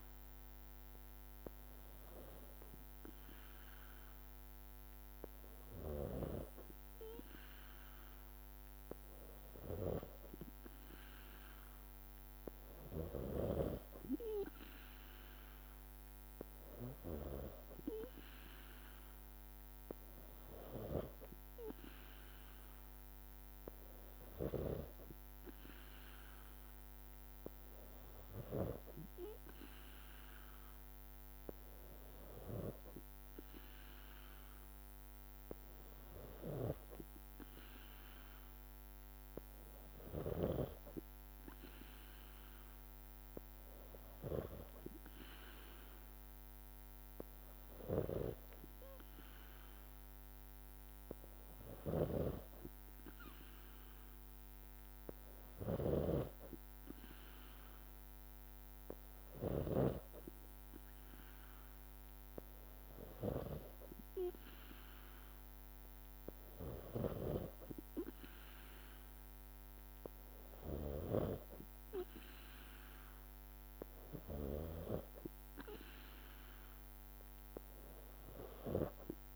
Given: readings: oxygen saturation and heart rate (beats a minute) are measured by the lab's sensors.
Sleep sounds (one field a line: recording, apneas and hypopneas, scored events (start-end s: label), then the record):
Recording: breathing in sleep by a microphone on the trachea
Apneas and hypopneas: none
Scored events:
48.00-60.00 s: snoring (device-marked)
67.00-71.50 s: snoring (device-marked)
From the record:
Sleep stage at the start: N3 (deep sleep)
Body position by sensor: on the back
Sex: female